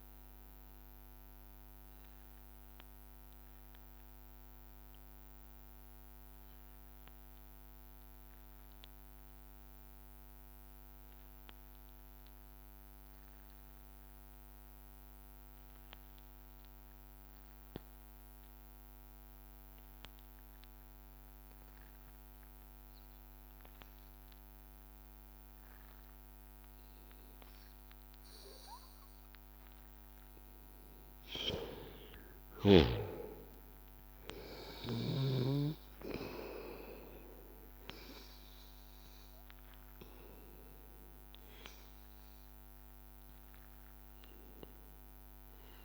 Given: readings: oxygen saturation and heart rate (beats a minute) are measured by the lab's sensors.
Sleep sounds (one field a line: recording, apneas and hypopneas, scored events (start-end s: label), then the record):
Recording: breathing in sleep by a microphone on the trachea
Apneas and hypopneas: 1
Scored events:
0.00-5.00 s: oxygen desaturation (device-marked, oxygen 91% lowest, heart rate 79 extreme)
2.00-29.50 s: hypopnea (oxygen 96% before, 92% lowest, heart rate 86 before, 79 extreme, up 5 after)
18.00-20.00 s: long interval between heartbeats (device-marked, heart rate 83 before, 83 extreme)
24.00-45.85 s: oxygen desaturation (device-marked, oxygen 98% before, 92% lowest, heart rate 83 before, 82 extreme)
32.00-37.00 s: arousal
From the record:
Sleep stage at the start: N2 (light sleep)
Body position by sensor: on the back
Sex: male